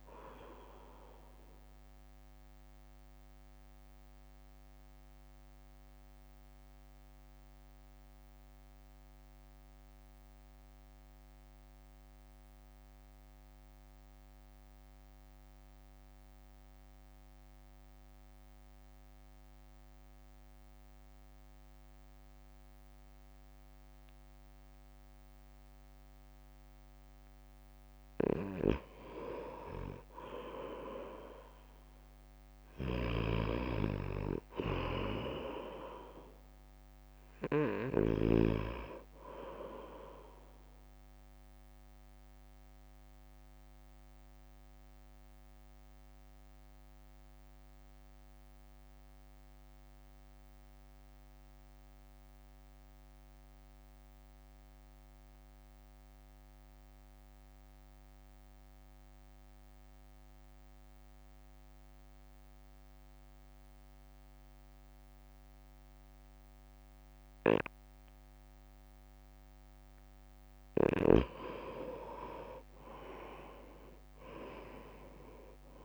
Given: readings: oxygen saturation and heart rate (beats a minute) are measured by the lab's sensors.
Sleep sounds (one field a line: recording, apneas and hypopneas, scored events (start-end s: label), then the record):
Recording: breathing in sleep by a microphone on the trachea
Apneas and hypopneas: 2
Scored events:
0.00-1.00 s: oxygen desaturation (device-marked, oxygen 90% lowest, heart rate 50 extreme)
0.00-3.00 s: drop in pulse transit time (device-marked, heart rate 49 extreme)
2.50-28.50 s: mixed apnea (oxygen 98% before, 88% lowest, heart rate 56 before, 49 extreme, up 1 after)
10.00-22.00 s: oxygen desaturation (device-marked, oxygen 92% before, 88% lowest, heart rate 55 before, 49 extreme)
30.50-34.00 s: arousal
32.00-48.00 s: drop in pulse transit time (device-marked, heart rate 60 before, 49 extreme)
32.50-38.50 s: snoring (device-marked)
33.00-44.00 s: oxygen desaturation (device-marked, oxygen 98% before, 92% lowest, heart rate 60 before, 49 extreme)
42.00-70.50 s: mixed apnea (oxygen 98% before, 90% lowest, heart rate 57 before, 54 extreme, up 0 after)
72.00-75.50 s: arousal
72.00-75.85 s: drop in pulse transit time (device-marked, heart rate 61 before, 54 extreme)
From the record:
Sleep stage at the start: N2 (light sleep)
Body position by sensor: on the right side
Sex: male